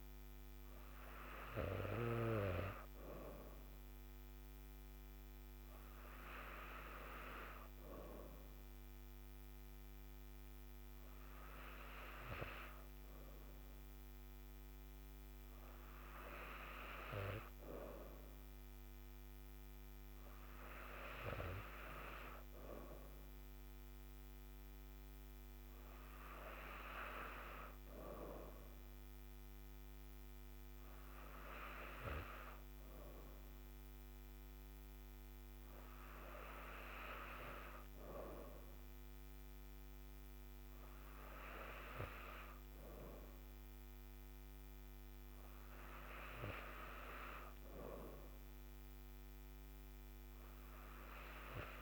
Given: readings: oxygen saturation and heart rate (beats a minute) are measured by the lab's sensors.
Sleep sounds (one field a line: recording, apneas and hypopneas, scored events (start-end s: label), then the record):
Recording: breathing in sleep by a microphone on the trachea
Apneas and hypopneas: none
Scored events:
none scored
From the record:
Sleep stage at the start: N3 (deep sleep)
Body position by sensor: on the back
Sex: female